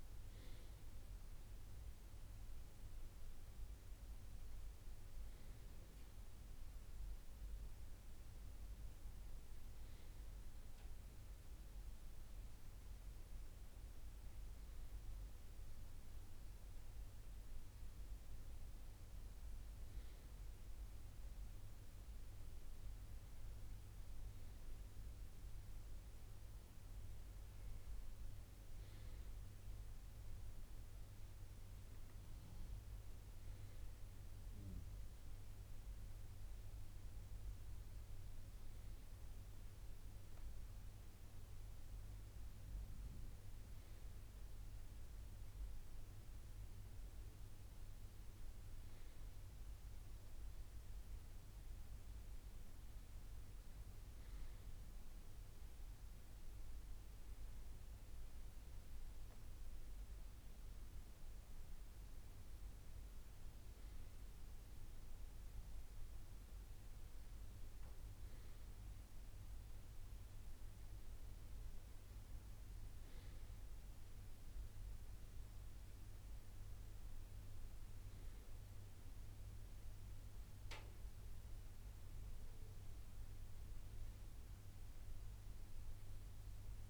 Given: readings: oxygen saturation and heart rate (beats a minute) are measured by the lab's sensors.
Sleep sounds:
breathing in sleep, hard to hear, by a room microphone; none
none scored
From the record:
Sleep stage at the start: N2 (light sleep); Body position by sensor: on the right side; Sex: male

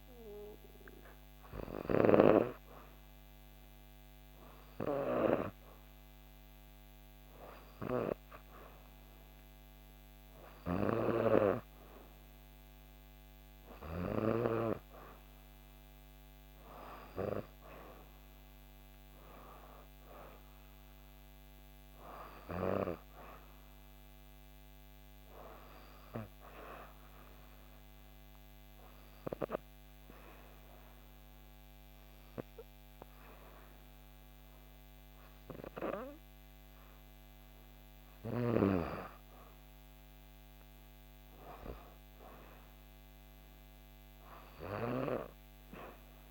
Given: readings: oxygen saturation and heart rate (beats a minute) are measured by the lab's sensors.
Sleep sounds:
breathing in sleep by a microphone on the trachea; 1
0.00-8.00 s: oxygen desaturation (device-marked, oxygen 92% lowest, heart rate 64 extreme)
26.50-37.50 s: obstructive apnea (oxygen 94% before, 93% lowest, heart rate 66 before, 64 extreme, up 2 after)
39.50-43.00 s: arousal
From the record:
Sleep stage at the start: N2 (light sleep); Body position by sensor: on the back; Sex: female

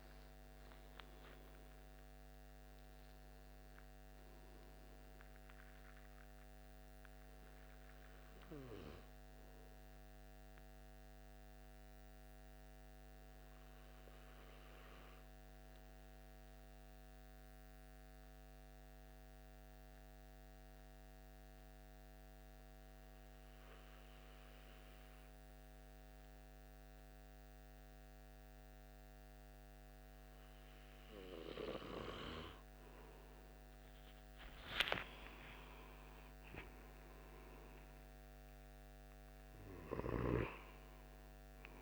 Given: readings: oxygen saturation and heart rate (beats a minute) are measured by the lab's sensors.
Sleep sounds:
breathing in sleep by a microphone on the trachea; 1
0.00-19.50 s: oxygen desaturation (device-marked, oxygen 91% lowest, heart rate 72 extreme)
15.50-29.50 s: mixed apnea (oxygen 96% before, 91% lowest, heart rate 77 before, 72 extreme, up 20 after)
33.00-36.50 s: arousal
From the record:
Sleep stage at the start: N2 (light sleep); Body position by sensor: on the right side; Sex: male

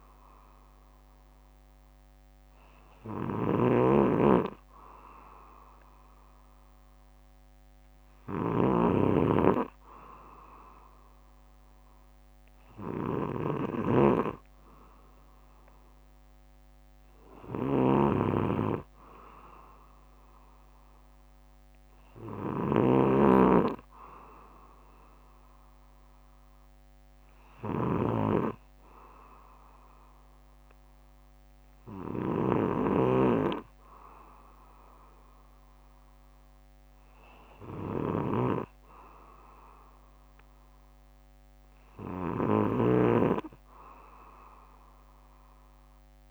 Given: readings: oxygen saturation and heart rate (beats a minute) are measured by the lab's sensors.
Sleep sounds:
breathing in sleep by a microphone on the trachea; none
3.50-46.31 s: snoring (device-marked)
4.00-6.00 s: bradycardia (device-marked, heart rate 62 before, 60 extreme)
29.00-32.00 s: bradycardia (device-marked, heart rate 62 before, 61 extreme)
39.00-41.00 s: bradycardia (device-marked, heart rate 62 before, 59 extreme)
From the record:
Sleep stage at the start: N2 (light sleep); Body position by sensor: on the back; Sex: male

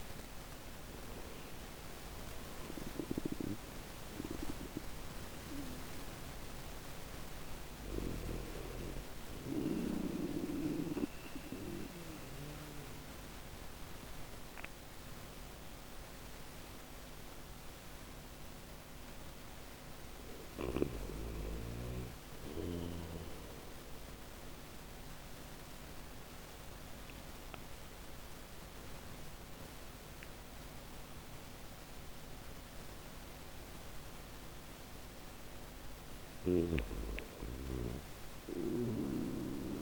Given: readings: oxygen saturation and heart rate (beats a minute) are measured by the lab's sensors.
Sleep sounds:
breathing in sleep by a microphone on the trachea; none
2.00-7.50 s: snoring (device-marked)
37.50-39.82 s: snoring (device-marked)
From the record:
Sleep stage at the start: N1 (lightest sleep); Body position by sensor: on the right side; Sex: male

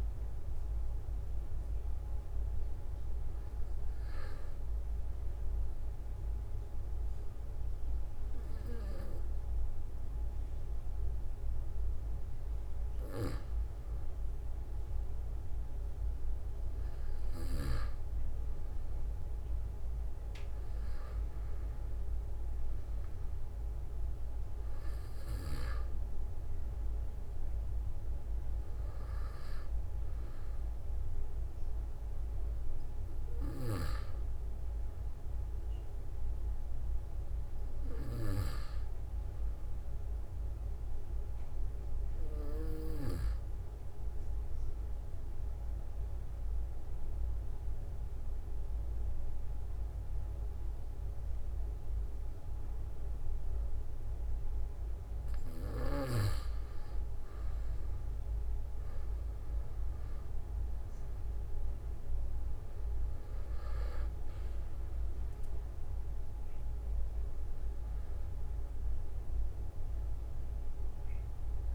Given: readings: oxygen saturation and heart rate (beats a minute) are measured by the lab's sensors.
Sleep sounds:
breathing in sleep by a room microphone; 2
4.50-14.50 s: obstructive apnea (oxygen 95% before, 94% lowest, heart rate 49 before, 46 extreme, up 2 after)
17.50-22.00 s: arousal
44.50-56.50 s: obstructive apnea (oxygen 96% before, 93% lowest, heart rate 47 before, 44 extreme, up 3 after)
62.50-68.00 s: arousal
From the record:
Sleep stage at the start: N2 (light sleep); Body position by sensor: on the back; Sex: male

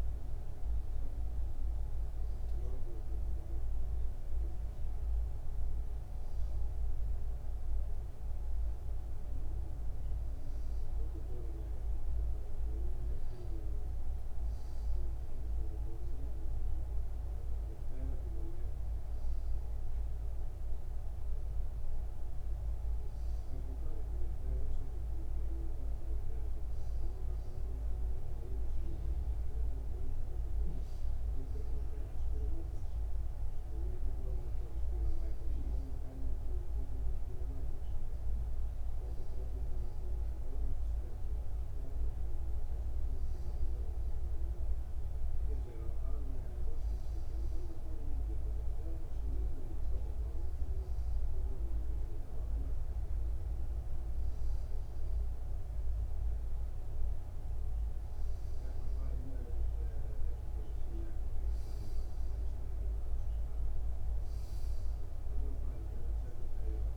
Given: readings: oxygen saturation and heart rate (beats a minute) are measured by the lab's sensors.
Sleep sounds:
breathing in sleep by a room microphone; none
48.00-66.97 s: new sleep stage, N2 (light sleep)
From the record:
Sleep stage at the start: N1 (lightest sleep); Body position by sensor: on the back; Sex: male

